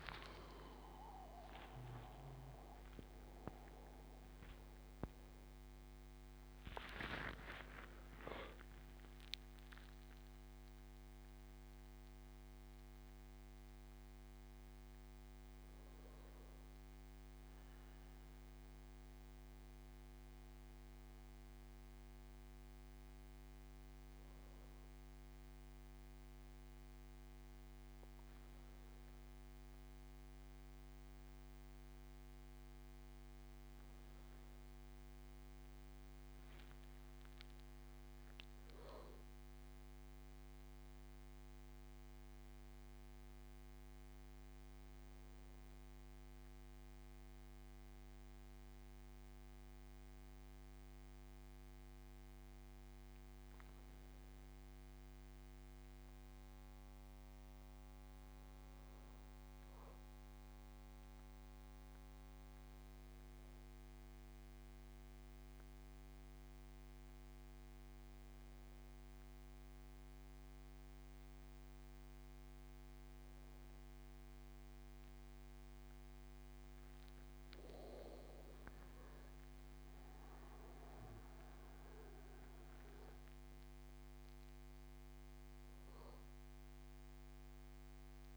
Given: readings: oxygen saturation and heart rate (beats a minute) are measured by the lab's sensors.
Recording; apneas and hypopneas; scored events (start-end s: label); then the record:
breathing in sleep by a microphone on the trachea; 1
0.00-5.50 s: arousal
16.00-88.36 s: new sleep stage, N2 (light sleep)
39.00-44.00 s: arousal
48.50-75.00 s: obstructive apnea (oxygen 98% before, 95% lowest, heart rate 83 before, 77 extreme, up 7 after)
76.50-82.00 s: arousal
From the record:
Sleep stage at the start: N1 (lightest sleep); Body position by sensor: on the back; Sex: male